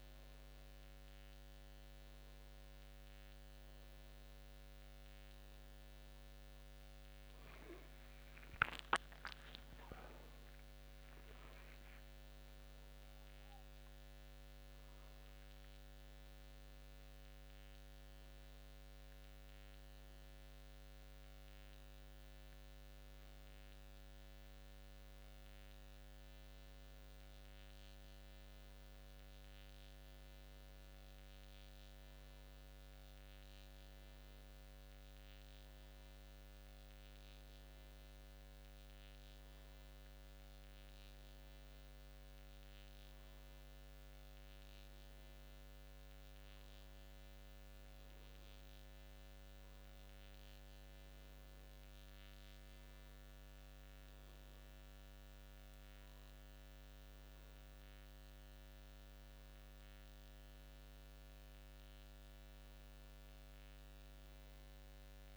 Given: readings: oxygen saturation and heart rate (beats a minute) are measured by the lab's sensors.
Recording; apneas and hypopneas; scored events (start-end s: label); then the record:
breathing in sleep, hard to hear, by a microphone on the trachea; none
2.50-62.50 s: new sleep stage, N1 (lightest sleep)
7.50-11.00 s: arousal
11.00-13.00 s: long interval between heartbeats (device-marked, heart rate 91 before, 105 extreme)
62.50-65.37 s: new sleep stage, N2 (light sleep)
From the record:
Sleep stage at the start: N2 (light sleep); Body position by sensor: on the back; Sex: male